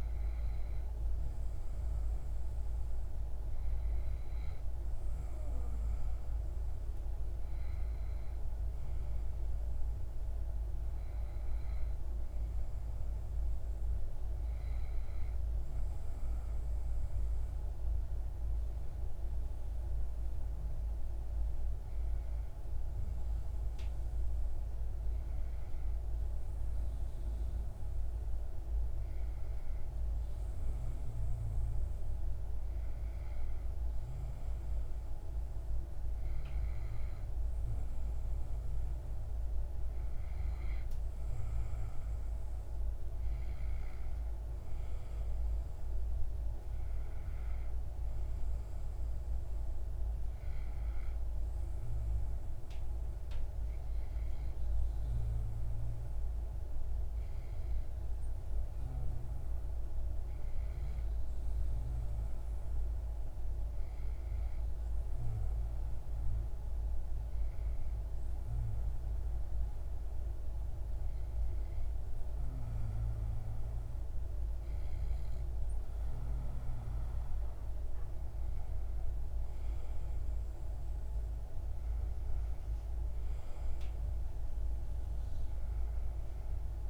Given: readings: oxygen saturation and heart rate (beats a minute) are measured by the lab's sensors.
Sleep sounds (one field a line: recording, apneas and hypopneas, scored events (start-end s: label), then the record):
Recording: breathing in sleep, hard to hear, by a room microphone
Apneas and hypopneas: 2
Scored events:
10.00-14.00 s: arousal
17.50-29.50 s: hypopnea (oxygen 95% before, 94% lowest)
31.50-35.50 s: arousal
52.50-74.50 s: hypopnea (oxygen 95% before, 94% lowest)
77.00-81.00 s: arousal
From the record:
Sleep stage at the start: N2 (light sleep)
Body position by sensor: on the back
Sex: male